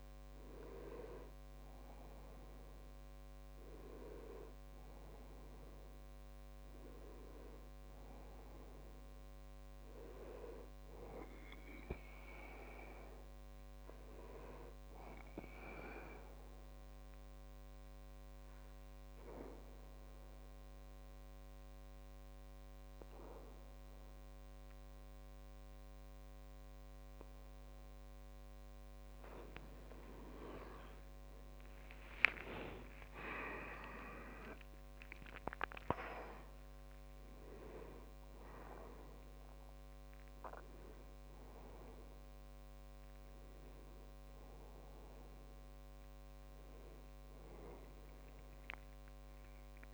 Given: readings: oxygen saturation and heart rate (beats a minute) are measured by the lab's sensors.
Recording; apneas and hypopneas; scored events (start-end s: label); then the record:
breathing in sleep by a microphone on the trachea; 1
0.00-20.00 s: oxygen desaturation (device-marked, oxygen 91% lowest, heart rate 63 extreme)
15.50-29.00 s: obstructive apnea (oxygen 97% before, 93% lowest, heart rate 75 before, 63 extreme, up 7 after)
31.50-36.50 s: arousal
36.00-49.94 s: oxygen desaturation (device-marked, oxygen 98% before, 93% lowest, heart rate 65 before, 61 extreme)
From the record:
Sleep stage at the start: N2 (light sleep); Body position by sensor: on the back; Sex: male